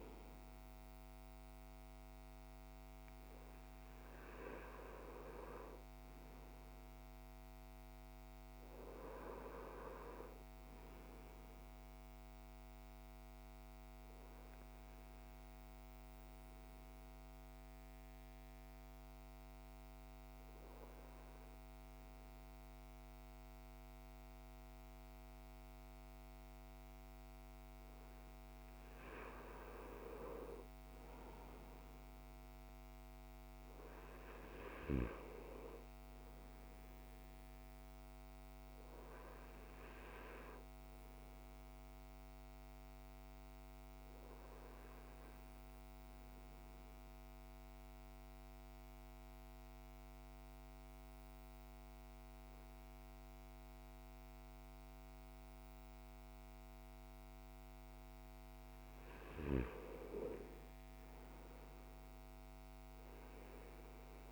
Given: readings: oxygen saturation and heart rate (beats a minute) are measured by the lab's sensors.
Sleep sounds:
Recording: breathing in sleep by a microphone on the trachea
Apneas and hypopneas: 2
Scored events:
13.50-28.00 s: obstructive apnea (oxygen 97% before, 92% lowest, heart rate 60 before, 54 extreme, up 7 after)
29.50-34.00 s: arousal
39.00-49.00 s: oxygen desaturation (device-marked, oxygen 96% before, 92% lowest, heart rate 58 before, 55 extreme)
47.00-59.50 s: obstructive apnea (oxygen 96% before, 92% lowest, heart rate 59 before, 53 extreme, up 10 after)
61.00-64.32 s: arousal
From the record:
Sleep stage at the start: N2 (light sleep)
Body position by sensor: upright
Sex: male

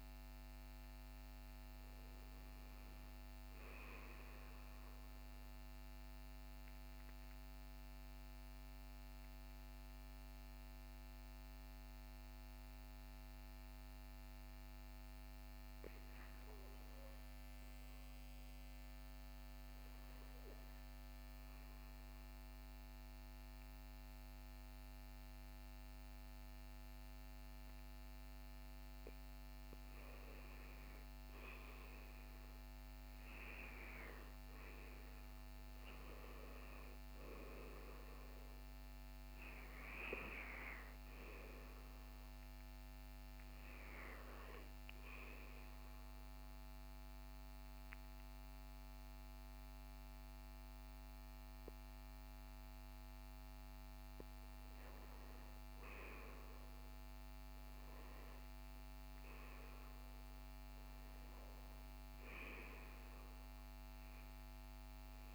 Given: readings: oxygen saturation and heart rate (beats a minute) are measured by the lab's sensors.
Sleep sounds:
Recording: breathing in sleep by a microphone on the trachea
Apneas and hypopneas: 2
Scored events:
0.00-9.00 s: oxygen desaturation (device-marked, oxygen 92% lowest, heart rate 62 extreme)
6.50-28.50 s: hypopnea (oxygen 96% before, 91% lowest, heart rate 65 before, 65 extreme, up 8 after)
31.00-35.50 s: arousal
44.00-65.35 s: oxygen desaturation (device-marked, oxygen 96% before, 91% lowest, heart rate 71 before, 63 extreme)
44.50-55.00 s: obstructive apnea (oxygen 97% before, 91% lowest, heart rate 71 before, 68 extreme, up 5 after)
From the record:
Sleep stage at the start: REM sleep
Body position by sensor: on the back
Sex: male

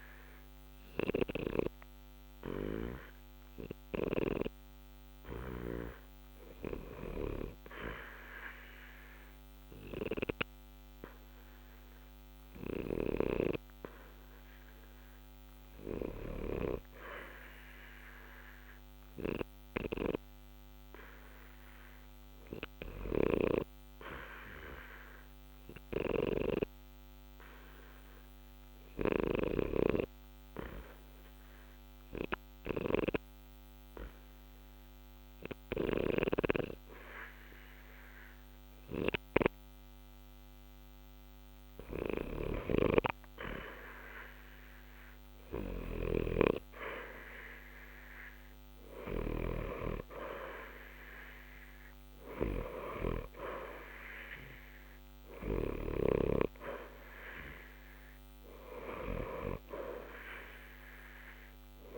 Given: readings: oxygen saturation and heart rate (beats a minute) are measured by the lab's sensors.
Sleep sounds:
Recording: breathing in sleep by a microphone on the trachea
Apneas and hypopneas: 1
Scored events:
11.50-25.50 s: oxygen desaturation (device-marked, oxygen 90% before, 85% lowest, heart rate 60 before, 60 extreme)
17.00-40.00 s: obstructive apnea (oxygen 90% before, 82% lowest, heart rate 60 before, 60 extreme, up 0 after)
40.50-51.50 s: oxygen desaturation (device-marked, oxygen 89% before, 85% lowest, heart rate 60 before, 60 extreme)
42.50-47.00 s: arousal
56.50-61.98 s: oxygen desaturation (device-marked, oxygen 86% before, 82% lowest, heart rate 60 before, 60 extreme)
From the record:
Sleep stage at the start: N2 (light sleep)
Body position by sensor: on the back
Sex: male

